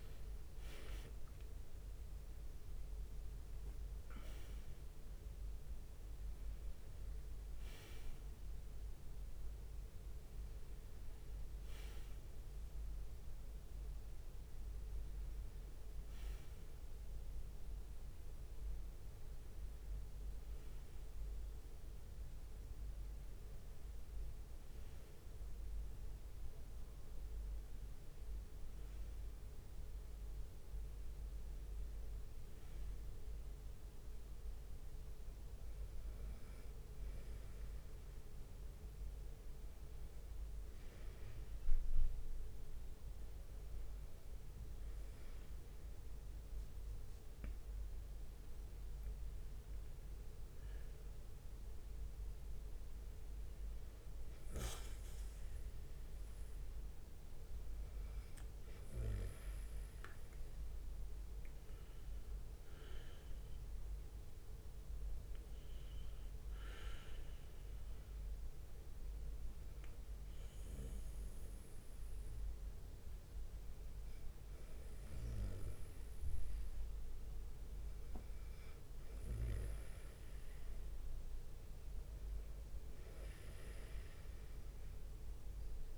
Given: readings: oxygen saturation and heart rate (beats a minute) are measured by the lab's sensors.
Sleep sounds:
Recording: a person awake in a sleep study, hard to hear, by a room microphone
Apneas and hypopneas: none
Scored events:
0.00-11.00 s: drop in pulse transit time (device-marked, heart rate 85 extreme)
2.00-62.00 s: new sleep stage, awake
56.50-59.00 s: leg movement (device-marked)
61.00-63.00 s: leg movement (device-marked)
62.00-85.98 s: new sleep stage, N2 (light sleep)
From the record:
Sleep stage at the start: N2 (light sleep)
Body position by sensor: on the right side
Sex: male

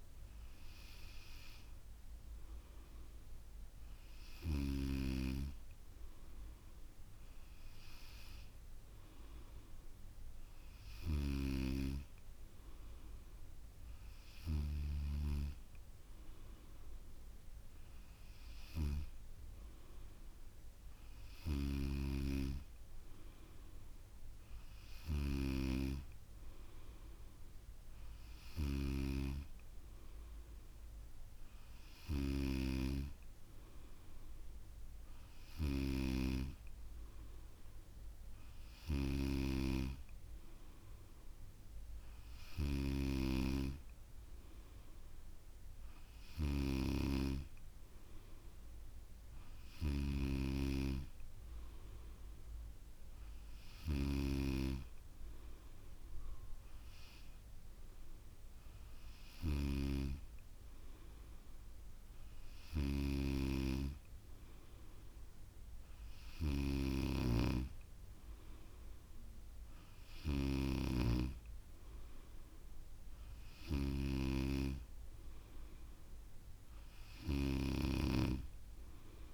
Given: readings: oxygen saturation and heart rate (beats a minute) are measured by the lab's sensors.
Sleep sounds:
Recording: breathing in sleep by a room microphone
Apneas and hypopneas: none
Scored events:
none scored
From the record:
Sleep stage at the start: N3 (deep sleep)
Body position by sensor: on the back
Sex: female

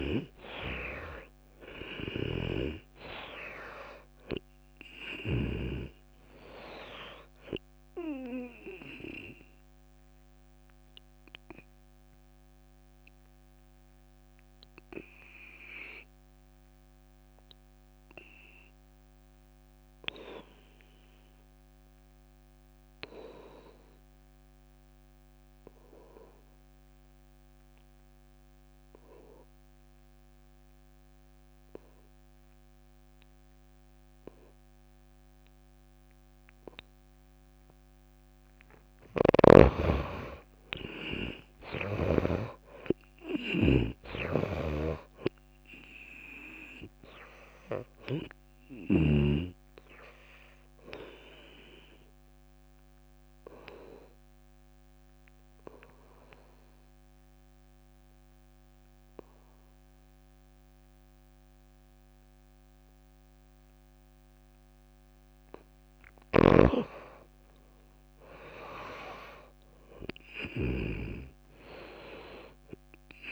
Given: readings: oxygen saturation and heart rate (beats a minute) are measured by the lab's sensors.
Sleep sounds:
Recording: breathing in sleep by a microphone on the trachea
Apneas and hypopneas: 2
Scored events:
0.00-1.00 s: arousal
0.00-16.50 s: oxygen desaturation (device-marked, oxygen 74% lowest)
2.50-6.00 s: snoring (device-marked)
10.00-38.50 s: obstructive apnea (oxygen 97% before, 75% lowest)
35.50-57.50 s: oxygen desaturation (device-marked, oxygen 98% before, 75% lowest)
39.50-43.00 s: snoring (device-marked)
40.00-44.00 s: arousal
54.00-65.50 s: obstructive apnea (oxygen 98% before, 78% lowest)
66.50-71.50 s: snoring (device-marked)
66.50-73.32 s: oxygen desaturation (device-marked, oxygen 97% before, 85% lowest)
67.00-70.50 s: arousal
From the record:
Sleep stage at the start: N2 (light sleep)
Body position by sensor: on the back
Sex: female

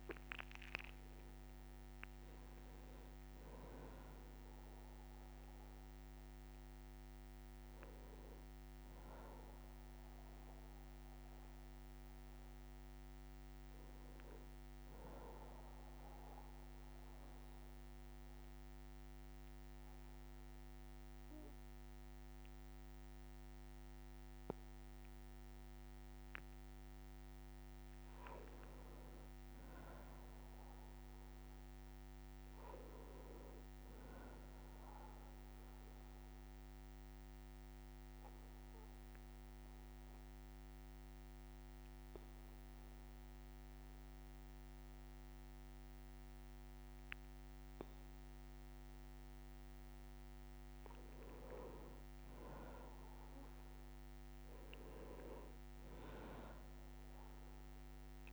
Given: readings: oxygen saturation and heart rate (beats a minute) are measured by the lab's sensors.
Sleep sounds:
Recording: breathing in sleep by a microphone on the trachea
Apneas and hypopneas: 2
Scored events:
0.00-15.50 s: oxygen desaturation (device-marked, oxygen 93% lowest, heart rate 60 extreme)
16.50-27.50 s: obstructive apnea (oxygen 98% before, 95% lowest, heart rate 66 before, 60 extreme, up 3 after)
30.50-33.50 s: arousal
34.50-51.50 s: oxygen desaturation (device-marked, oxygen 99% before, 95% lowest, heart rate 61 before, 59 extreme)
36.50-49.00 s: obstructive apnea (oxygen 99% before, 94% lowest, heart rate 61 before, 59 extreme, up 3 after)
52.50-57.50 s: arousal
From the record:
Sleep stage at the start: N2 (light sleep)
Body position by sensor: on the back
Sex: male

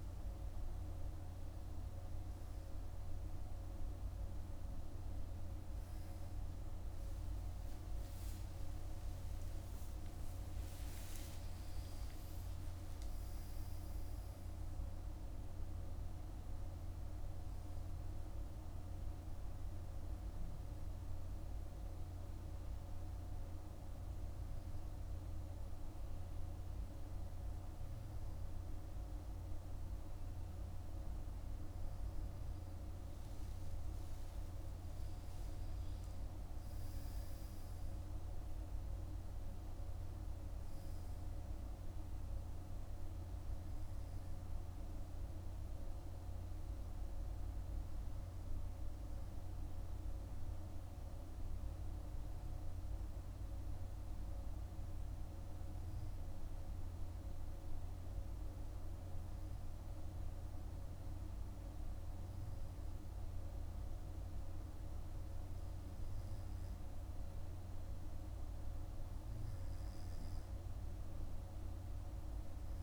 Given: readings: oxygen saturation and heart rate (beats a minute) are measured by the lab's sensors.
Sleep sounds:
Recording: breathing in sleep, hard to hear, by a room microphone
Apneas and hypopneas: none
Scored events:
8.00-12.00 s: arousal
From the record:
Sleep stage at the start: N2 (light sleep)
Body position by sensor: on the right side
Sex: male

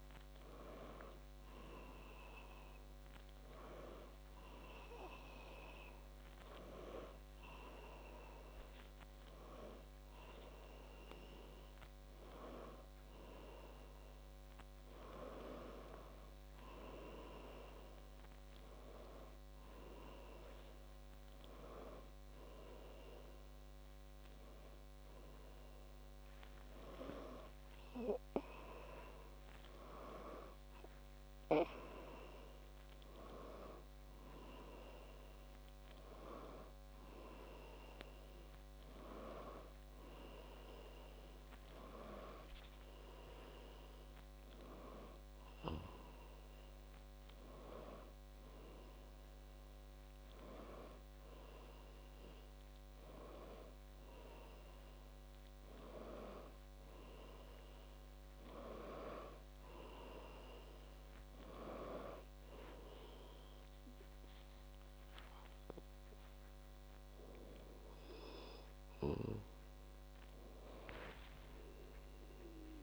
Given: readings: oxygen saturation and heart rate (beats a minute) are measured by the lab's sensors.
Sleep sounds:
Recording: a person awake in a sleep study, by a microphone on the trachea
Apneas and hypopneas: none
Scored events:
none scored
From the record:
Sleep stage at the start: awake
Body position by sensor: on the back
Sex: female

